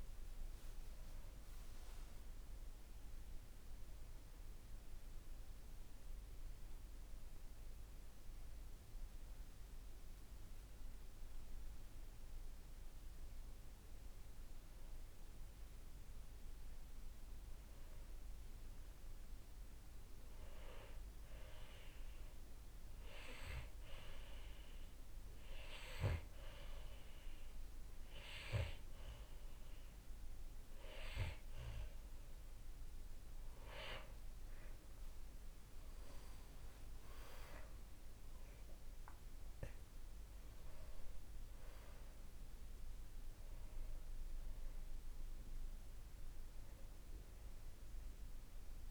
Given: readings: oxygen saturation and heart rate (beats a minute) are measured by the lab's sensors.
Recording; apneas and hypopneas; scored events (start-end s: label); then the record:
breathing in sleep by a room microphone; 1
6.00-18.00 s: obstructive apnea (oxygen 97% before, 92% lowest, heart rate 65 before, 56 extreme, up 5 after)
19.50-23.00 s: arousal
24.50-36.50 s: oxygen desaturation (device-marked, oxygen 98% before, 94% lowest, heart rate 59 before, 59 extreme)
From the record:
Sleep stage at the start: N2 (light sleep); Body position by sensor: on the back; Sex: male